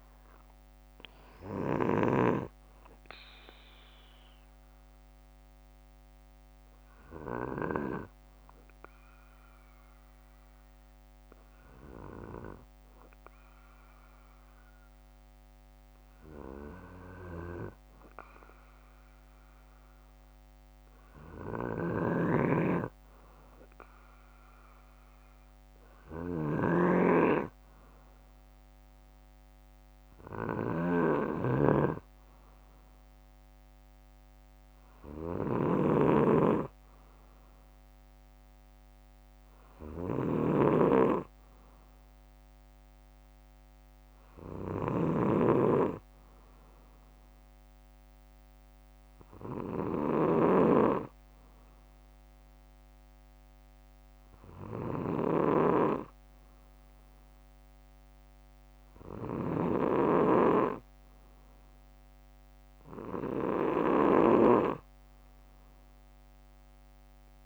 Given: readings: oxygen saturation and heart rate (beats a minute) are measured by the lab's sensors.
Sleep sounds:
breathing in sleep by a microphone on the trachea; 1
2.00-16.50 s: hypopnea (oxygen 95% before, 93% lowest, heart rate 66 before, 60 extreme, up 8 after)
19.50-22.50 s: arousal
21.50-50.50 s: snoring (device-marked)
From the record:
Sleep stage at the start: N2 (light sleep); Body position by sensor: on the back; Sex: male

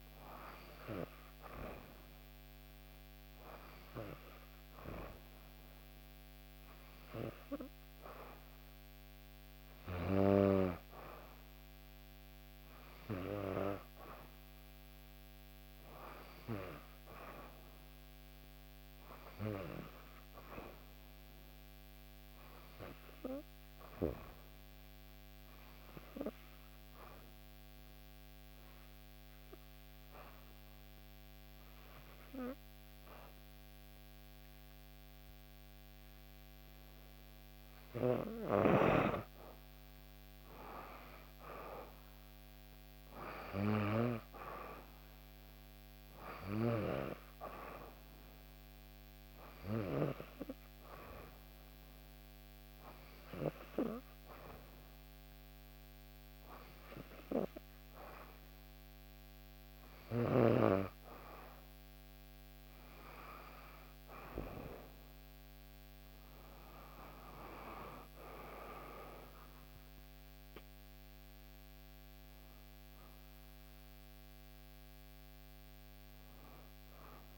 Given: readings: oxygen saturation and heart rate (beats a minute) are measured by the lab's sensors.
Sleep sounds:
breathing in sleep by a microphone on the trachea; 1
25.00-37.50 s: obstructive apnea (oxygen 96% before, 91% lowest, heart rate 65 before, 63 extreme, up 4 after)
39.00-42.00 s: arousal
45.00-65.00 s: oxygen desaturation (device-marked, oxygen 95% before, 91% lowest, heart rate 64 before, 63 extreme)
65.00-69.50 s: arousal
From the record:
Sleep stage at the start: N2 (light sleep); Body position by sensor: on the back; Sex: female

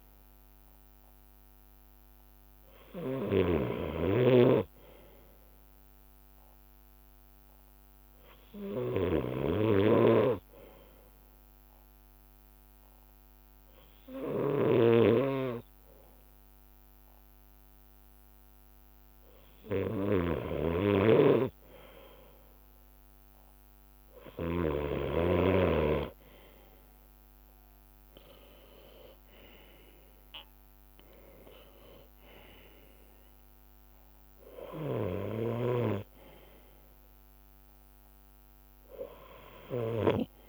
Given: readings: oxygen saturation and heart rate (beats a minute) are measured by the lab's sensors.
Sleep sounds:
breathing in sleep by a microphone on the trachea; 1
0.00-5.00 s: leg movement (device-marked)
0.00-24.50 s: snoring (device-marked)
0.00-33.00 s: bradycardia (device-marked, heart rate 36 extreme)
6.00-11.50 s: leg movement (device-marked)
10.00-21.50 s: hypopnea (oxygen 97% before, 95% lowest, heart rate 49 before, 47 extreme, up 3 after)
13.00-19.00 s: leg movement (device-marked)
14.00-24.00 s: drop in pulse transit time (device-marked, heart rate 49 before, 56 extreme)
21.00-27.00 s: leg movement (device-marked)
26.50-31.00 s: arousal
27.50-29.50 s: long interval between heartbeats (device-marked, heart rate 57 before, 59 extreme)
28.00-32.50 s: leg movement (device-marked)
34.50-40.48 s: leg movement (device-marked)
35.00-40.48 s: bradycardia (device-marked, heart rate 54 before, 37 extreme)
From the record:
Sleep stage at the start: N2 (light sleep); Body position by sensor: on the left side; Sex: male

